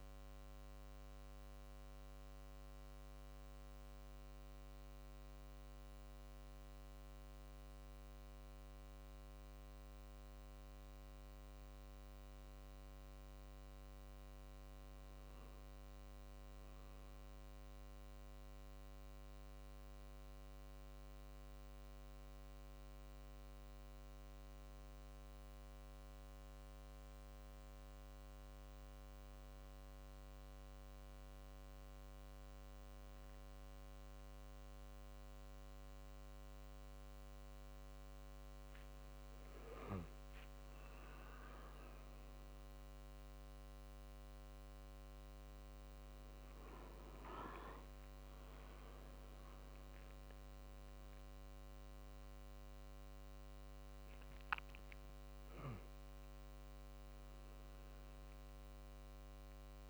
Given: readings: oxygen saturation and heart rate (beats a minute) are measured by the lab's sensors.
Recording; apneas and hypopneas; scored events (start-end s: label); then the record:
a person awake in a sleep study, hard to hear, by a microphone on the trachea; none
35.50-41.50 s: drop in pulse transit time (device-marked, heart rate 49 before, 50 extreme)
49.50-59.90 s: drop in pulse transit time (device-marked, heart rate 50 before, 49 extreme)
From the record:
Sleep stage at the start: awake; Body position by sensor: on the back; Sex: male